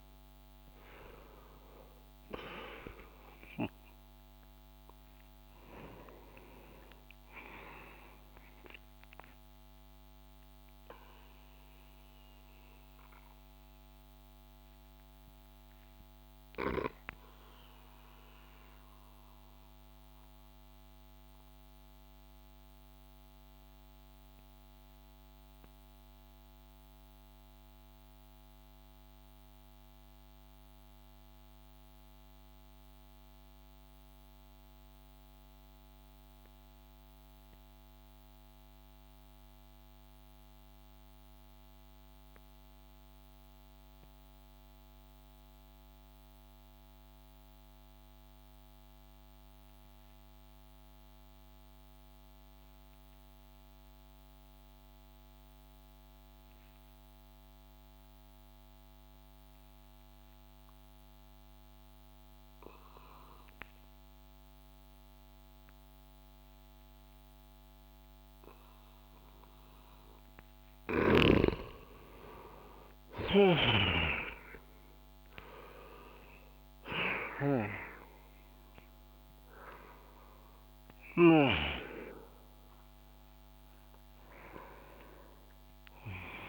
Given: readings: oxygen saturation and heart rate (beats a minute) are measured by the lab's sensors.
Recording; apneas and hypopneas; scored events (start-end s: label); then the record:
breathing in sleep by a microphone on the trachea; 1
0.00-1.50 s: arousal
0.00-8.00 s: oxygen desaturation (device-marked, oxygen 90% lowest)
10.50-70.00 s: mixed apnea (oxygen 96% before, 84% lowest)
48.00-86.49 s: oxygen desaturation (device-marked, oxygen 98% before, 84% lowest)
71.50-75.00 s: arousal
73.00-81.00 s: snoring (device-marked)
From the record:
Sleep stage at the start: N2 (light sleep); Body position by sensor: on the back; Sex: male